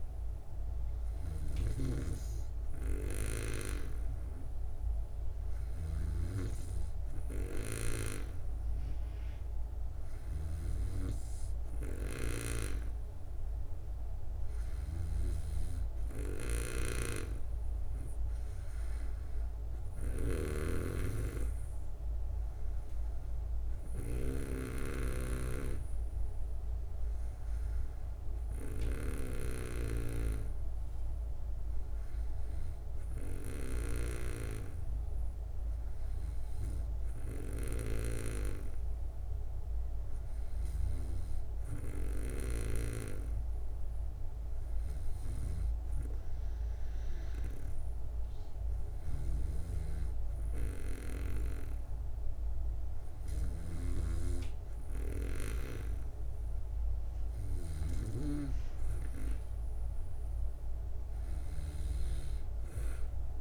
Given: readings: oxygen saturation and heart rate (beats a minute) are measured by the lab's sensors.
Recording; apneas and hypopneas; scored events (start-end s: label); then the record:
breathing in sleep by a room microphone; none
0.00-6.50 s: snoring (device-marked)
16.50-34.50 s: snoring (device-marked)
From the record:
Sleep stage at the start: N2 (light sleep); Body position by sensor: on the back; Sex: female